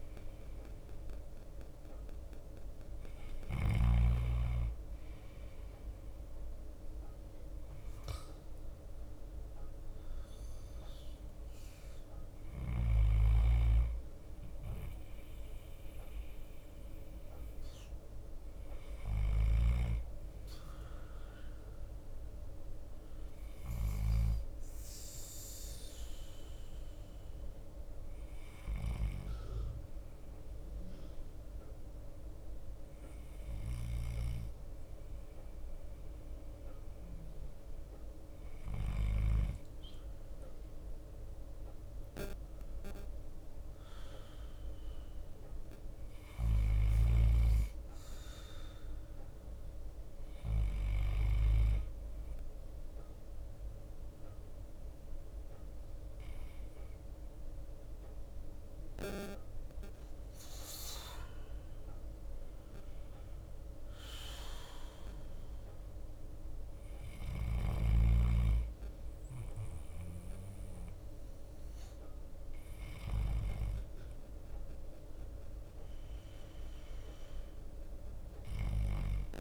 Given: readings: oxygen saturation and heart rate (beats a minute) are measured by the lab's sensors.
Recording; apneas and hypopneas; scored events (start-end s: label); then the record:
breathing in sleep by a room microphone; 2
0.00-79.41 s: bradycardia (device-marked)
21.50-36.50 s: obstructive apnea (oxygen 94% before, 91% lowest, heart rate 54 before, 50 extreme, up 1 after)
40.50-44.00 s: arousal
53.50-65.50 s: obstructive apnea (oxygen 93% before, 91% lowest, heart rate 54 before, 50 extreme, up 5 after)
From the record:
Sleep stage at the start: N2 (light sleep); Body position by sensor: on the back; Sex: male